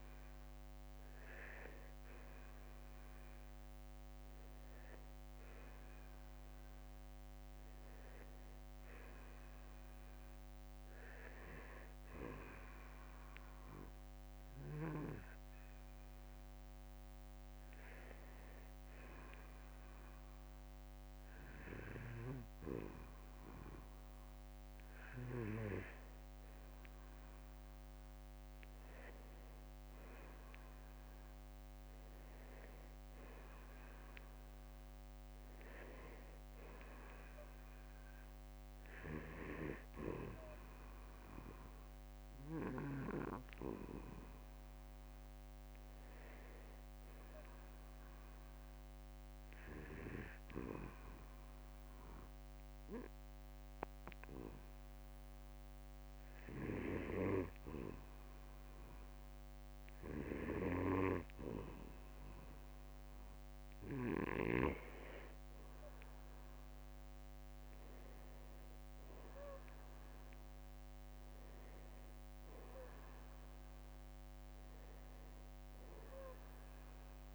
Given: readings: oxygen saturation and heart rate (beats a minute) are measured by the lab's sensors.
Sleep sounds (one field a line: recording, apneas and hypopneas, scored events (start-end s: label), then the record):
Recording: breathing in sleep by a microphone on the trachea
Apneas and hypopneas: 2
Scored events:
17.50-29.50 s: hypopnea (oxygen 94% before, 90% lowest, heart rate 54 before, 52 extreme, up 8 after)
23.50-25.50 s: long interval between heartbeats (device-marked, heart rate 53 before, 54 extreme)
31.00-34.50 s: arousal
50.00-64.50 s: obstructive apnea (oxygen 93% before, 90% lowest, heart rate 58 before, 50 extreme, up 12 after)
51.00-53.00 s: long interval between heartbeats (device-marked, heart rate 58 before, 52 extreme)
58.50-60.50 s: long interval between heartbeats (device-marked, heart rate 55 before, 56 extreme)
66.50-70.00 s: arousal
70.00-72.00 s: long interval between heartbeats (device-marked, heart rate 55 before, 63 extreme)
From the record:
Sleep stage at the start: N2 (light sleep)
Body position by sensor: on the back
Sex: male